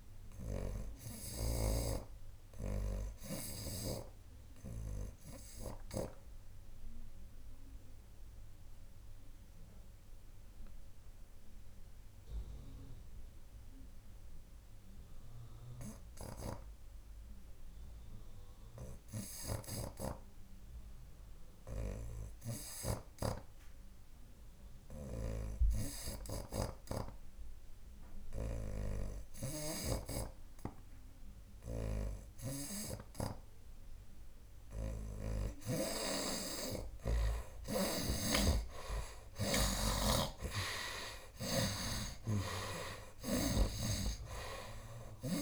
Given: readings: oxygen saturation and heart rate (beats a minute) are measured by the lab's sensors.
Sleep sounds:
breathing in sleep by a room microphone; 1
0.00-1.50 s: oxygen desaturation (device-marked, oxygen 58% lowest, heart rate 72 extreme)
0.00-2.00 s: arousal
0.00-2.00 s: snoring (device-marked)
3.50-45.42 s: oxygen desaturation (device-marked, oxygen 85% before, 52% lowest, heart rate 81 before, 72 extreme)
5.50-34.00 s: obstructive apnea (oxygen 85% before, 52% lowest, heart rate 80 before, 72 extreme, up 8 after)
19.50-36.00 s: snoring (device-marked)
38.00-42.50 s: arousal
38.00-45.42 s: snoring (device-marked)
From the record:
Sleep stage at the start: N2 (light sleep); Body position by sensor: on the right side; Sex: male

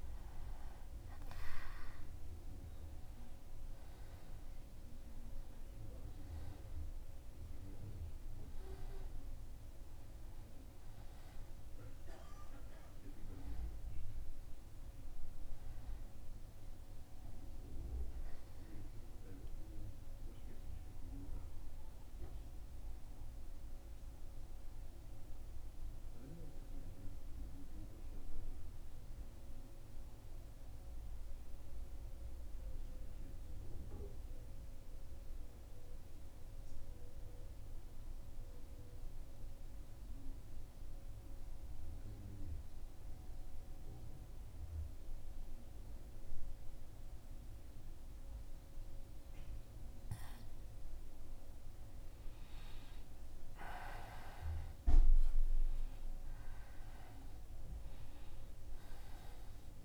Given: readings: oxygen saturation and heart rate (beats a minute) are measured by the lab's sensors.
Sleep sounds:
breathing in sleep, hard to hear, by a room microphone; 1
4.50-14.50 s: oxygen desaturation (device-marked, oxygen 96% before, 93% lowest, heart rate 80 before, 79 extreme)
20.50-51.00 s: central apnea (oxygen 96% before, 87% lowest, heart rate 80 before, 77 extreme, up 2 after)
24.50-53.50 s: oxygen desaturation (device-marked, oxygen 94% before, 87% lowest, heart rate 80 before, 77 extreme)
52.50-57.50 s: arousal
From the record:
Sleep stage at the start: N2 (light sleep); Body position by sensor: on the back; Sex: male

